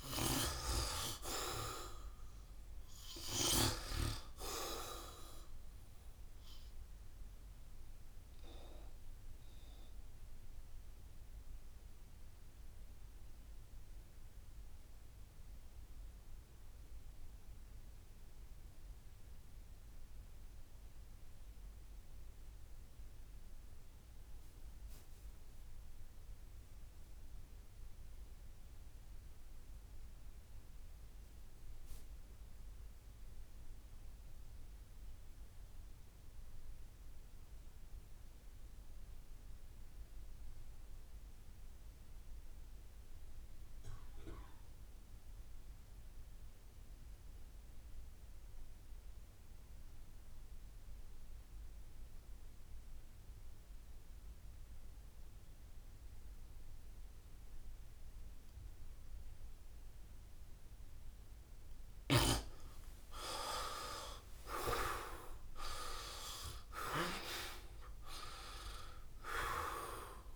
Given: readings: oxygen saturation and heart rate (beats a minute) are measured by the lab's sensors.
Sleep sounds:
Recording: breathing in sleep by a room microphone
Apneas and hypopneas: 1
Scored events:
0.00-23.00 s: oxygen desaturation (device-marked, oxygen 74% lowest, heart rate 65 extreme)
8.00-60.50 s: obstructive apnea (oxygen 97% before, 66% lowest, heart rate 77 before, 65 extreme, up 14 after)
37.00-70.36 s: oxygen desaturation (device-marked, oxygen 94% before, 66% lowest, heart rate 66 before, 68 extreme)
61.50-67.00 s: snoring (device-marked)
63.00-67.00 s: arousal
From the record:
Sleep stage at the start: REM sleep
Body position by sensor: on the back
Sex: male

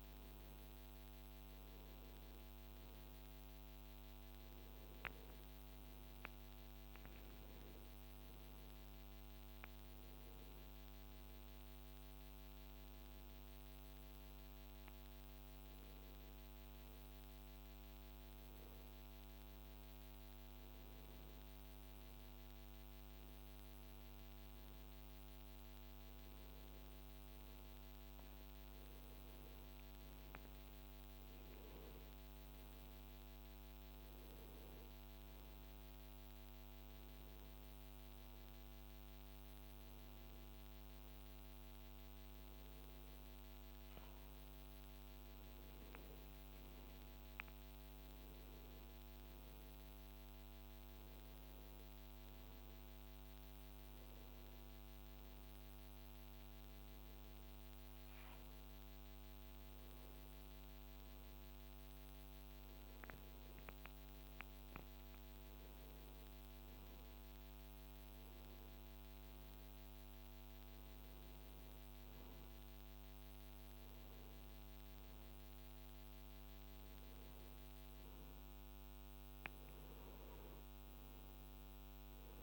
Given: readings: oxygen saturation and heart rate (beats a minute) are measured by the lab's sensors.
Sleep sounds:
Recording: breathing in sleep, hard to hear, by a microphone on the trachea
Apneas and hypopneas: none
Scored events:
none scored
From the record:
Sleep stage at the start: N2 (light sleep)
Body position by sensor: on the right side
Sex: male

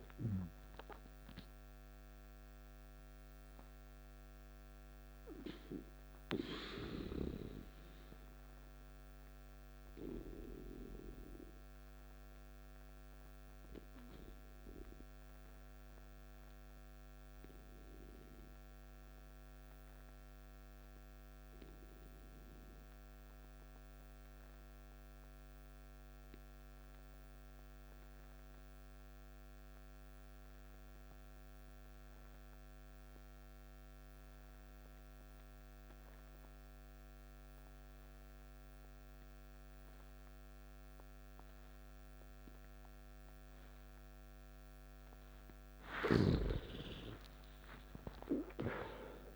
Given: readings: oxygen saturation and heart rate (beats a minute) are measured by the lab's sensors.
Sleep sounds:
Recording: breathing in sleep by a microphone on the trachea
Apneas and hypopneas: 1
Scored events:
0.00-21.50 s: oxygen desaturation (device-marked, oxygen 88% lowest, heart rate 53 extreme)
3.00-45.00 s: obstructive apnea (oxygen 97% before, 88% lowest, heart rate 62 before, 53 extreme, up 15 after)
37.50-49.36 s: oxygen desaturation (device-marked, oxygen 98% before, 88% lowest, heart rate 54 before, 52 extreme)
43.50-45.50 s: long interval between heartbeats (device-marked, heart rate 54 before, 57 extreme)
46.50-49.36 s: arousal
From the record:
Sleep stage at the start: N2 (light sleep)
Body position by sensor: on the back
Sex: male

